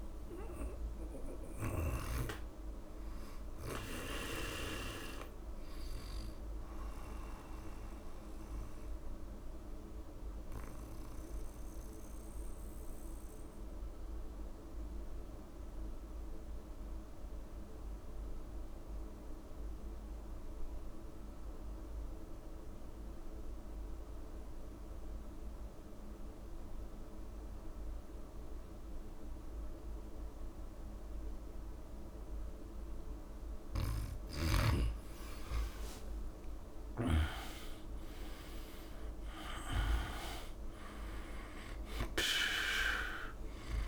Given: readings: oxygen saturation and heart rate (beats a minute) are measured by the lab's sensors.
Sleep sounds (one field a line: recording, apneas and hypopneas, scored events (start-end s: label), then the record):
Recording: breathing in sleep by a room microphone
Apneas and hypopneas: 1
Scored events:
0.00-1.50 s: snoring (device-marked)
0.00-11.50 s: oxygen desaturation (device-marked, oxygen 92% lowest)
8.00-33.50 s: mixed apnea (oxygen 97% before, 88% lowest)
12.00-14.00 s: long interval between heartbeats (device-marked)
17.00-19.00 s: long interval between heartbeats (device-marked)
23.00-25.00 s: long interval between heartbeats (device-marked)
29.50-43.88 s: oxygen desaturation (device-marked, oxygen 99% before, 88% lowest)
34.50-36.50 s: long interval between heartbeats (device-marked, heart rate 49 before, 64 extreme)
37.00-40.50 s: arousal
From the record:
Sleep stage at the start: N2 (light sleep)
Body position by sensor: on the back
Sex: male